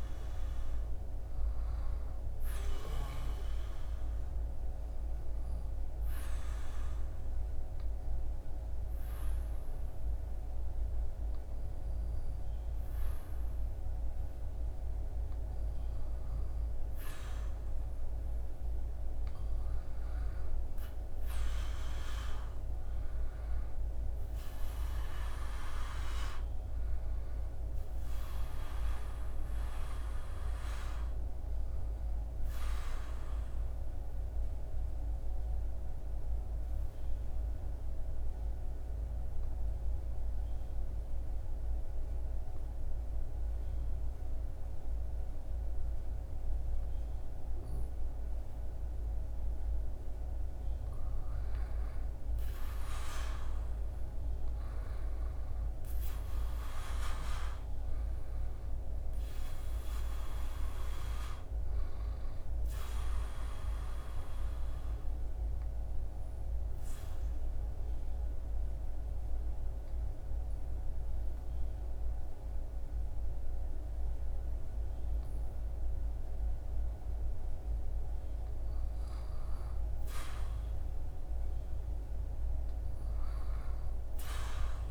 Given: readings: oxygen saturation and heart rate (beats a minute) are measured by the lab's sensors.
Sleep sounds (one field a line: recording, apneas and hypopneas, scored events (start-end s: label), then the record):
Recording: breathing in sleep, hard to hear, by a room microphone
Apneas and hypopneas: 3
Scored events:
4.50-16.50 s: obstructive apnea (oxygen 98% before, 92% lowest, heart rate 77 before, 75 extreme, up 2 after)
19.50-25.00 s: arousal
23.50-40.50 s: oxygen desaturation (device-marked, oxygen 97% before, 94% lowest, heart rate 78 before, 75 extreme)
31.00-49.50 s: obstructive apnea (oxygen 97% before, 92% lowest, heart rate 79 before, 74 extreme, up 3 after)
51.00-56.00 s: arousal
53.50-75.50 s: oxygen desaturation (device-marked, oxygen 98% before, 92% lowest, heart rate 77 before, 74 extreme)
62.50-77.50 s: obstructive apnea (oxygen 98% before, 92% lowest, heart rate 78 before, 74 extreme, up 4 after)
79.50-83.00 s: arousal
From the record:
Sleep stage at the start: N2 (light sleep)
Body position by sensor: on the back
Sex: male